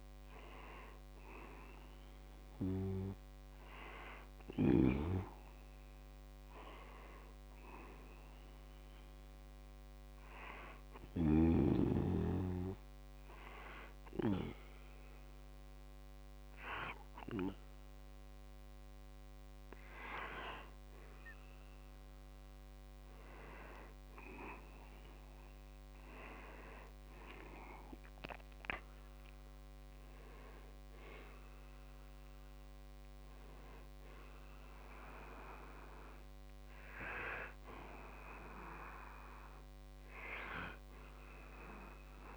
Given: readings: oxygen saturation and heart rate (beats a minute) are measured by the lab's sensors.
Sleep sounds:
breathing in sleep by a microphone on the trachea; 1
9.50-20.50 s: hypopnea (oxygen 93% before, 90% lowest, heart rate 60 before, 52 extreme, up 18 after)
23.50-28.00 s: arousal
27.50-42.37 s: oxygen desaturation (device-marked, oxygen 93% before, 90% lowest, heart rate 62 before, 44 extreme)
From the record:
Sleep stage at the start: N2 (light sleep); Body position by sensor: on the back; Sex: male

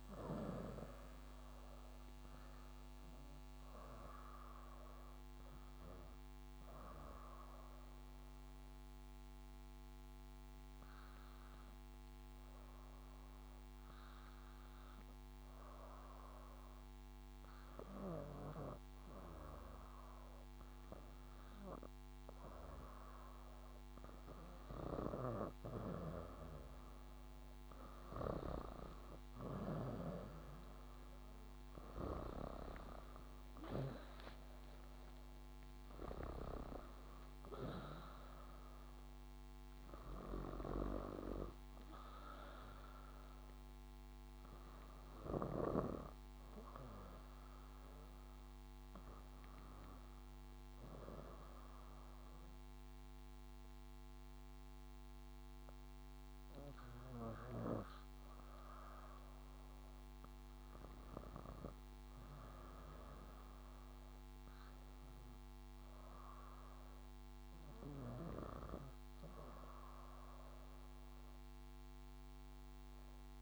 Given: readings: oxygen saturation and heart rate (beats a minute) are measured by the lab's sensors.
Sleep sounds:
breathing in sleep by a microphone on the trachea; 1
7.50-19.50 s: obstructive apnea (oxygen 91% before, 88% lowest, heart rate 75 before, 72 extreme, up 1 after)
11.50-22.50 s: oxygen desaturation (device-marked, oxygen 91% before, 88% lowest, heart rate 74 before, 72 extreme)
22.50-26.00 s: arousal
24.50-45.50 s: snoring (device-marked)
30.50-40.50 s: oxygen desaturation (device-marked, oxygen 94% before, 90% lowest, heart rate 75 before, 70 extreme)
33.00-35.50 s: leg movement (device-marked)
35.50-40.50 s: arousal
59.50-70.50 s: drop in pulse transit time (device-marked, heart rate 76 before, 66 extreme)
From the record:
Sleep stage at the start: REM sleep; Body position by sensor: on the back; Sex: female

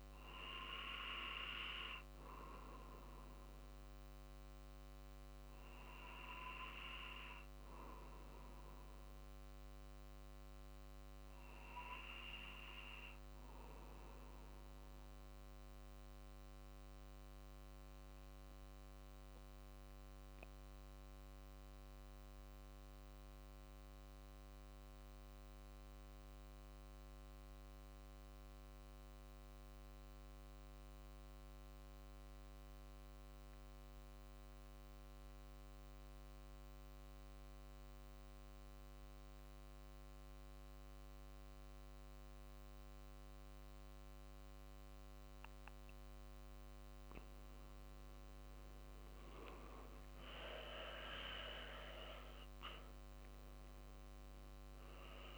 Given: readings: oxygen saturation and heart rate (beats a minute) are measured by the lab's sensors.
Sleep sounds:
breathing in sleep by a microphone on the trachea; 1
6.00-10.50 s: arousal
13.50-44.00 s: obstructive apnea (oxygen 96% before, 91% lowest, heart rate 47 before, 46 extreme, up 5 after)
21.00-33.00 s: oxygen desaturation (device-marked, oxygen 95% before, 92% lowest, heart rate 47 before, 46 extreme)
46.50-49.50 s: arousal
50.00-55.38 s: drop in pulse transit time (device-marked, heart rate 48 before, 49 extreme)
From the record:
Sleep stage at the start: N2 (light sleep); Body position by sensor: on the back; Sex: male

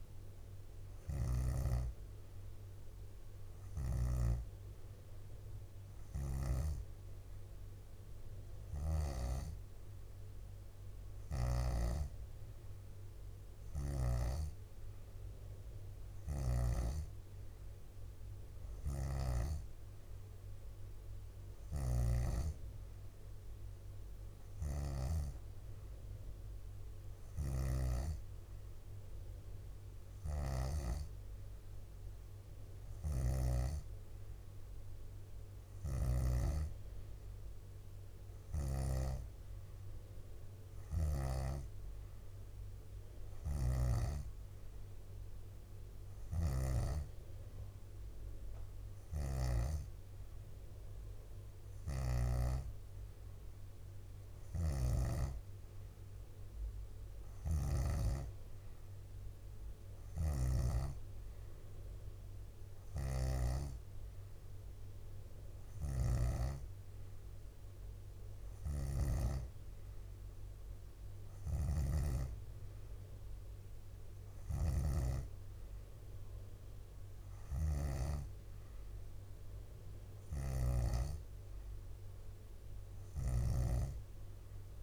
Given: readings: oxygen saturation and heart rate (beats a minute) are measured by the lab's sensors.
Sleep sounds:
breathing in sleep by a room microphone; none
0.00-1.50 s: snoring (device-marked)
11.00-14.50 s: snoring (device-marked)
14.50-24.50 s: drop in pulse transit time (device-marked, heart rate 64 before, 62 extreme)
21.50-31.00 s: snoring (device-marked)
27.00-29.00 s: leg movement (device-marked)
33.00-36.50 s: snoring (device-marked)
46.00-52.50 s: snoring (device-marked)
54.50-58.00 s: snoring (device-marked)
60.00-66.50 s: snoring (device-marked)
68.50-81.00 s: snoring (device-marked)
83.00-84.83 s: snoring (device-marked)
From the record:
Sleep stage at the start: N2 (light sleep); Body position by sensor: on the back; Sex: female

